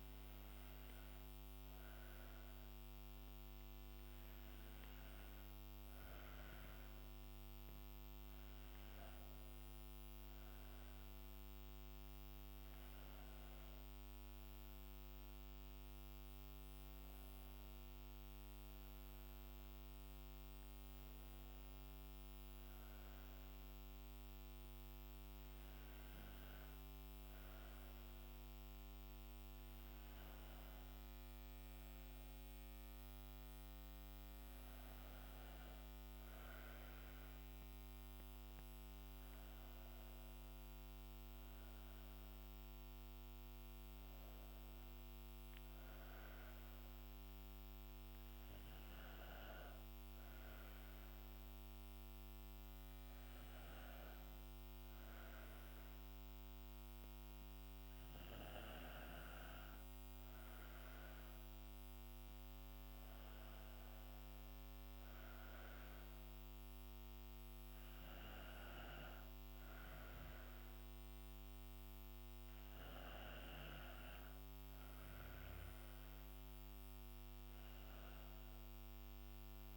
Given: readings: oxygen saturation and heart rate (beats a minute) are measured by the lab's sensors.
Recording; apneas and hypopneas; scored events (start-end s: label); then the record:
breathing in sleep, hard to hear, by a microphone on the trachea; none
none scored
From the record:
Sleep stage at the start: N2 (light sleep); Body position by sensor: on the back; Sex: female